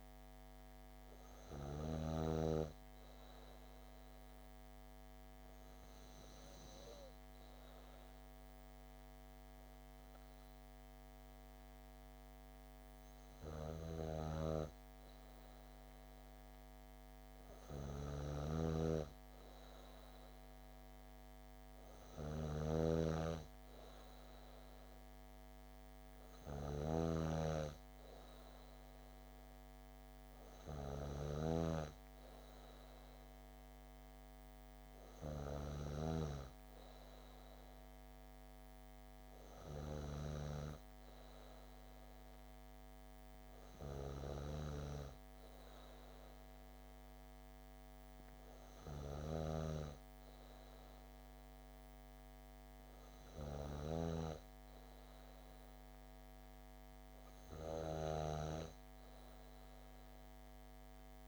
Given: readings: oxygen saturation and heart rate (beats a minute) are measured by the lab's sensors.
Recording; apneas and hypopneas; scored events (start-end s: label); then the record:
breathing in sleep by a microphone on the trachea; none
none scored
From the record:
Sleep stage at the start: N2 (light sleep); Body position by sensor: on the back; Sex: female